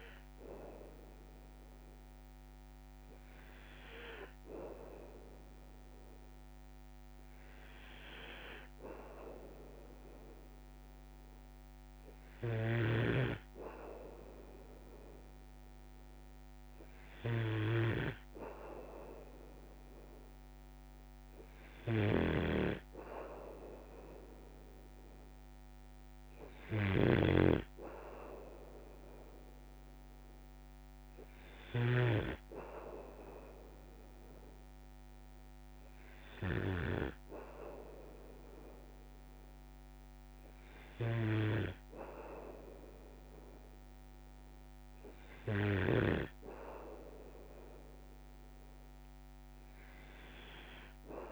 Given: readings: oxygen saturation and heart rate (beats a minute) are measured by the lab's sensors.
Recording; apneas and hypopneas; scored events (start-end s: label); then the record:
breathing in sleep by a microphone on the trachea; none
12.50-46.00 s: snoring (device-marked)
From the record:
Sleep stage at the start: N2 (light sleep); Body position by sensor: on the back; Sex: male